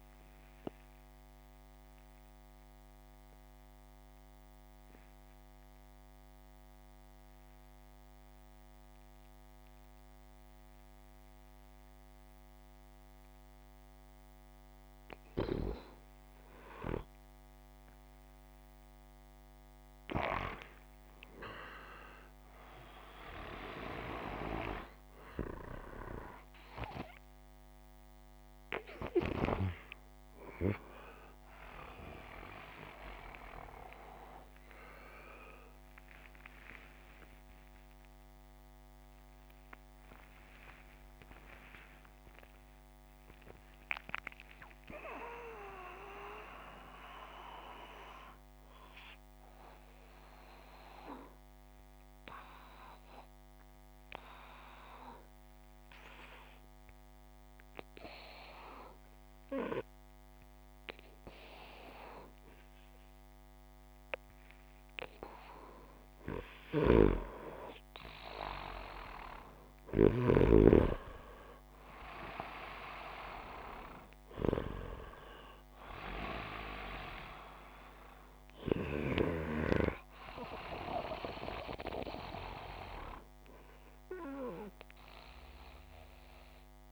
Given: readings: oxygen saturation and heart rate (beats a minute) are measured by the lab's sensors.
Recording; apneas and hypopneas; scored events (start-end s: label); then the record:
a person partly awake in a sleep study, by a microphone on the trachea; 1
39.50-86.92 s: new sleep stage, N1 (lightest sleep)
48.00-62.50 s: obstructive apnea (oxygen 99% before, 93% lowest, heart rate 67 before, 61 extreme, up 1 after)
70.00-74.50 s: arousal
74.50-86.92 s: oxygen desaturation (device-marked, oxygen 98% before, 93% lowest, heart rate 62 before, 59 extreme)
From the record:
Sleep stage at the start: awake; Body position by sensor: upright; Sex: male